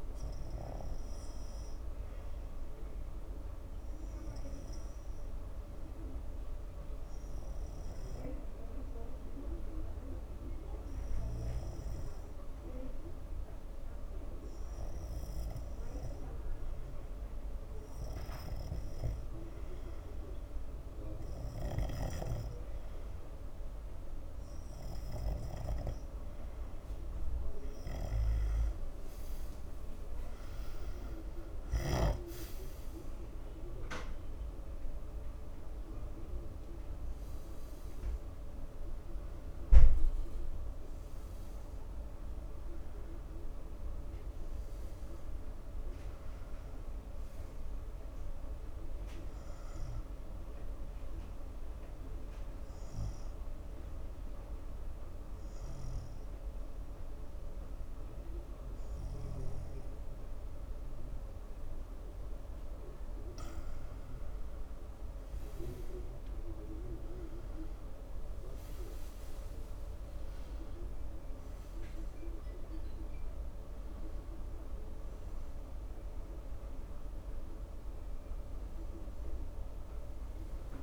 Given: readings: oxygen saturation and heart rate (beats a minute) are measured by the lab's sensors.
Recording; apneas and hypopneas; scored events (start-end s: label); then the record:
breathing in sleep by a room microphone; 2
3.00-17.50 s: obstructive apnea (oxygen 93% before, 91% lowest)
12.00-33.00 s: snoring (device-marked)
20.00-22.50 s: arousal
34.50-39.00 s: arousal
51.00-63.00 s: obstructive apnea (oxygen 94% before, 92% lowest)
64.00-68.50 s: arousal
From the record:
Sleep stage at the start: N2 (light sleep); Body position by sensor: on the front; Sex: male